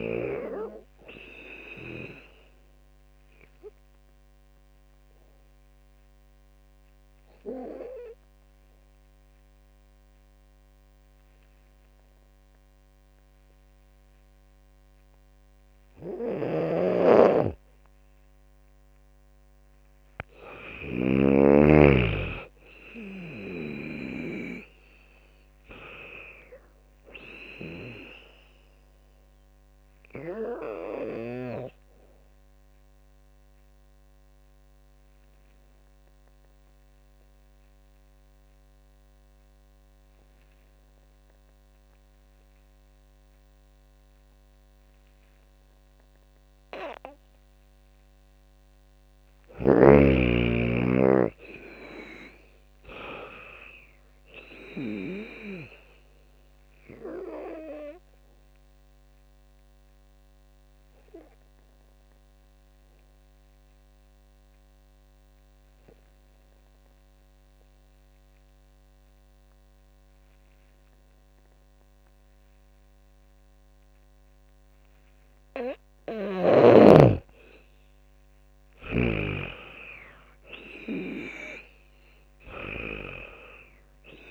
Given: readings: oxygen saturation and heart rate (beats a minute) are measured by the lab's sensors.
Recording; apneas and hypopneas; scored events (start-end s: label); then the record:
breathing in sleep by a microphone on the trachea; 3
0.00-7.50 s: drop in pulse transit time (device-marked, heart rate 78 extreme)
0.00-16.50 s: oxygen desaturation (device-marked, oxygen 92% lowest, heart rate 71 extreme)
2.00-18.50 s: obstructive apnea (oxygen 98% before, 91% lowest, heart rate 76 before, 71 extreme, up 17 after)
16.00-21.00 s: snoring (device-marked)
21.00-24.00 s: arousal
21.50-34.50 s: drop in pulse transit time (device-marked, heart rate 77 before, 75 extreme)
22.50-44.50 s: oxygen desaturation (device-marked, oxygen 98% before, 92% lowest, heart rate 77 before, 72 extreme)
29.50-46.50 s: obstructive apnea (oxygen 98% before, 91% lowest, heart rate 79 before, 72 extreme, up 14 after)
48.50-51.50 s: arousal
50.50-63.50 s: drop in pulse transit time (device-marked, heart rate 76 before, 80 extreme)
54.50-71.50 s: oxygen desaturation (device-marked, oxygen 99% before, 91% lowest, heart rate 77 before, 72 extreme)
54.50-73.50 s: obstructive apnea (oxygen 99% before, 91% lowest, heart rate 77 before, 68 extreme, up 8 after)
77.00-80.00 s: arousal
78.50-84.31 s: drop in pulse transit time (device-marked, heart rate 82 before, 73 extreme)
79.50-84.31 s: oxygen desaturation (device-marked, oxygen 99% before, 91% lowest, heart rate 82 before, 68 extreme)
From the record:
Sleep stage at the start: N2 (light sleep); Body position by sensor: on the back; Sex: female